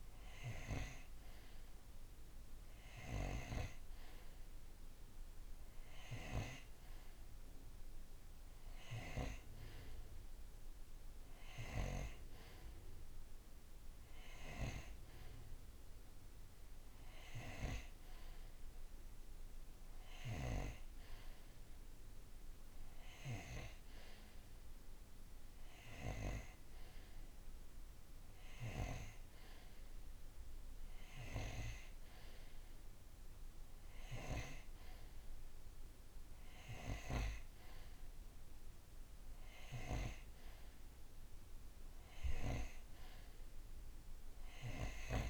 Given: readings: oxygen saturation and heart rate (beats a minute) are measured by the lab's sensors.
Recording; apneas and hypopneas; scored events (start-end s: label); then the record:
breathing in sleep by a room microphone; none
none scored
From the record:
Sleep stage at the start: N2 (light sleep); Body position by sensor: on the right side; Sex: male